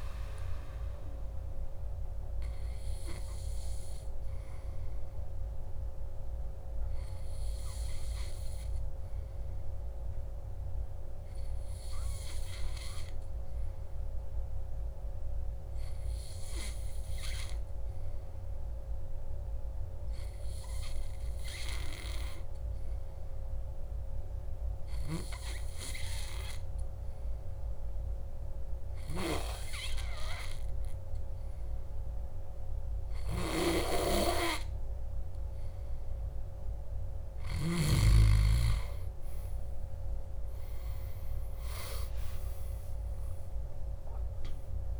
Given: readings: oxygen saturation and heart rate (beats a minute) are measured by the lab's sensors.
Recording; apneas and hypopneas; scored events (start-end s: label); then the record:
breathing in sleep by a room microphone; 1
10.00-36.00 s: hypopnea (oxygen 96% before, 92% lowest, heart rate 60 before, 55 extreme, up 7 after)
28.50-44.99 s: oxygen desaturation (device-marked, oxygen 97% before, 92% lowest, heart rate 59 before, 55 extreme)
41.50-44.99 s: arousal
From the record:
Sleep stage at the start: N2 (light sleep); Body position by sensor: on the back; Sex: male